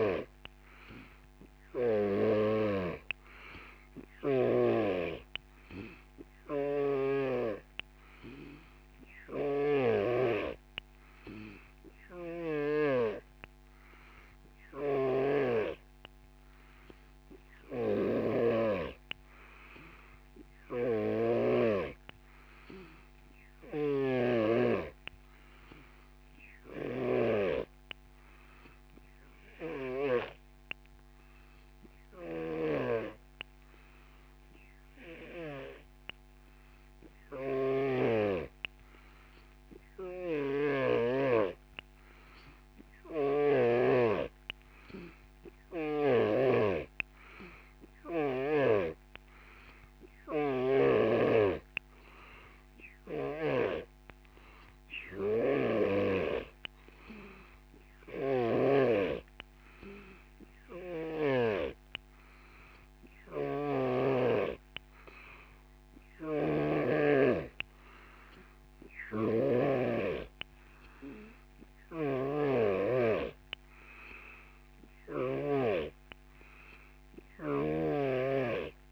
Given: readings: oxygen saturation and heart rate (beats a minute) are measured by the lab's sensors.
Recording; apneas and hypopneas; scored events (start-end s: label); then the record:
breathing in sleep by a microphone on the trachea; none
0.00-4.50 s: snoring (device-marked)
9.00-12.50 s: snoring (device-marked)
14.50-21.50 s: snoring (device-marked)
23.50-30.00 s: snoring (device-marked)
32.00-35.50 s: snoring (device-marked)
40.00-43.50 s: snoring (device-marked)
63.00-67.00 s: snoring (device-marked)
71.50-75.50 s: snoring (device-marked)
77.50-78.92 s: snoring (device-marked)
From the record:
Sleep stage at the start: N3 (deep sleep); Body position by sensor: on the back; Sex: male